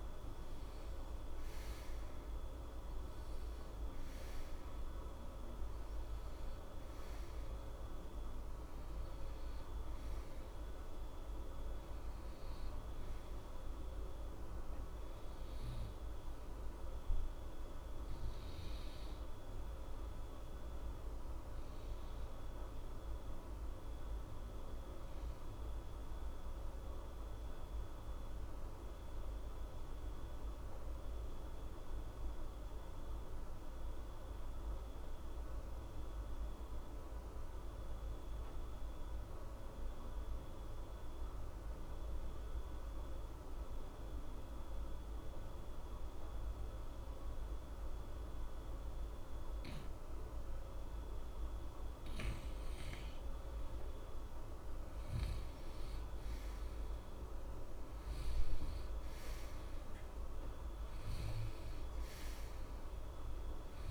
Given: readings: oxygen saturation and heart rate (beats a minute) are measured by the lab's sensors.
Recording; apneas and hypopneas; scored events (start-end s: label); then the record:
breathing in sleep, hard to hear, by a room microphone; 1
0.00-5.00 s: oxygen desaturation (device-marked, oxygen 90% lowest, heart rate 60 extreme)
7.00-26.00 s: oxygen desaturation (device-marked, oxygen 91% before, 88% lowest, heart rate 60 before, 60 extreme)
20.50-52.00 s: obstructive apnea (oxygen 92% before, 87% lowest, heart rate 60 before, 60 extreme, up 2 after)
52.00-63.91 s: oxygen desaturation (device-marked, oxygen 96% before, 87% lowest, heart rate 61 before, 60 extreme)
54.00-58.00 s: arousal
From the record:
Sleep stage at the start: N2 (light sleep); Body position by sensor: on the right side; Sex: male